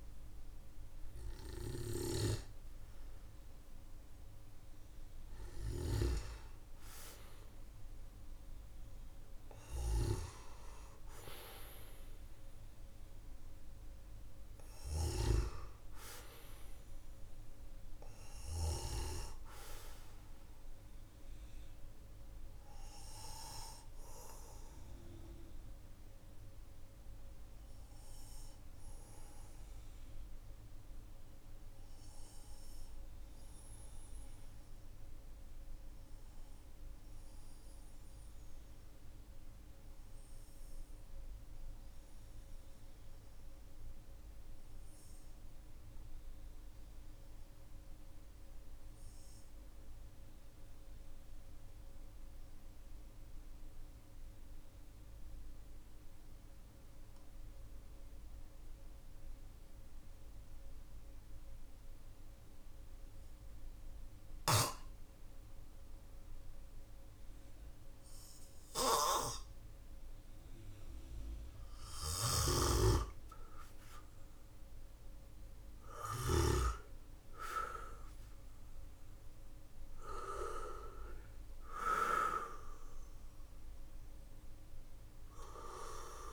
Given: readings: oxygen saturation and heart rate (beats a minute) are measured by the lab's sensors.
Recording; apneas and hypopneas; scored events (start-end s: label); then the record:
breathing in sleep by a room microphone; 1
0.00-2.00 s: arousal
5.00-14.50 s: snoring (device-marked)
20.50-69.00 s: obstructive apnea (oxygen 99% before, 91% lowest, heart rate 54 before, 44 extreme, up 13 after)
70.50-75.00 s: arousal
71.50-76.00 s: snoring (device-marked)
82.00-86.33 s: oxygen desaturation (device-marked, oxygen 96% before, 91% lowest, heart rate 53 before, 42 extreme)
From the record:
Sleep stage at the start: N2 (light sleep); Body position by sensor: on the back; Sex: male